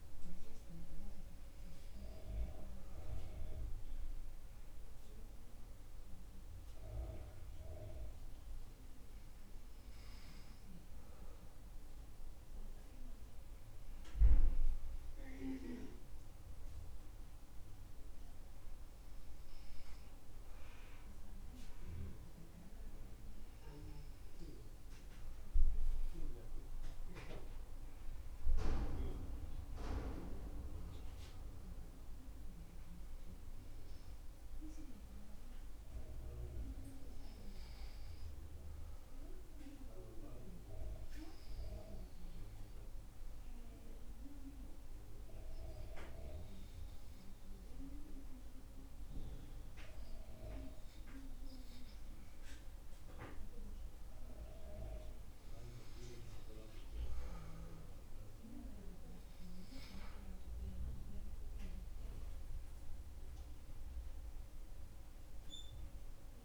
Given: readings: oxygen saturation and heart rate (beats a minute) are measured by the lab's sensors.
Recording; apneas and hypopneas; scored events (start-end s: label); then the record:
breathing in sleep by a room microphone; 1
38.50-50.00 s: obstructive apnea (oxygen 97% before, 93% lowest, heart rate 68 before, 65 extreme, up 3 after)
52.00-56.00 s: arousal
57.00-66.45 s: oxygen desaturation (device-marked, oxygen 96% before, 93% lowest, heart rate 69 before, 70 extreme)
From the record:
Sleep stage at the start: N2 (light sleep); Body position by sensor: on the back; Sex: male